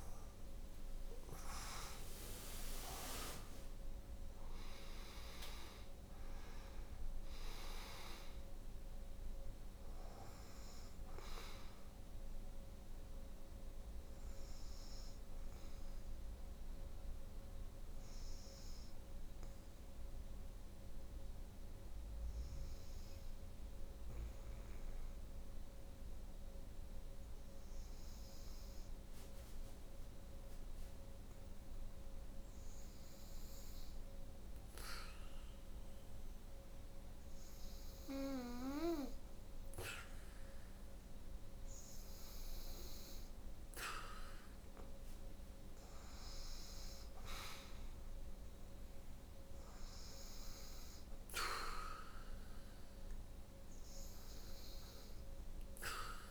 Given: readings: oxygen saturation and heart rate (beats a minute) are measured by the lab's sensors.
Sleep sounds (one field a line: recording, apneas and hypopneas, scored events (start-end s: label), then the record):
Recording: breathing in sleep by a room microphone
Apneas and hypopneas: 1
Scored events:
0.00-2.00 s: arousal
5.00-35.00 s: oxygen desaturation (device-marked, oxygen 91% before, 86% lowest, heart rate 64 before, 55 extreme)
17.50-38.50 s: obstructive apnea (oxygen 94% before, 86% lowest, heart rate 65 before, 58 extreme, up 1 after)
40.50-44.00 s: arousal
47.00-56.31 s: oxygen desaturation (device-marked, oxygen 96% before, 89% lowest, heart rate 64 before, 58 extreme)
From the record:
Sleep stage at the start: N2 (light sleep)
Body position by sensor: on the back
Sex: female